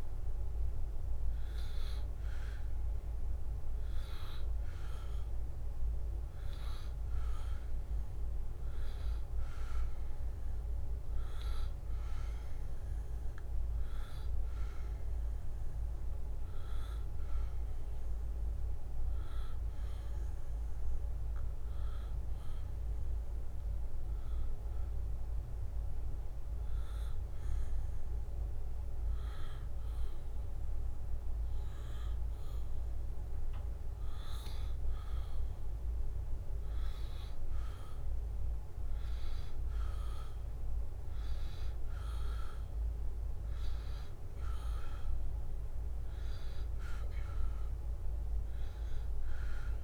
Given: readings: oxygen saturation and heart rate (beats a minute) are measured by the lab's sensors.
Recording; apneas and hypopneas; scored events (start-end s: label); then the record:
breathing in sleep, hard to hear, by a room microphone; none
46.50-49.50 s: arousal
From the record:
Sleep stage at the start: N2 (light sleep); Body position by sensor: on the back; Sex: male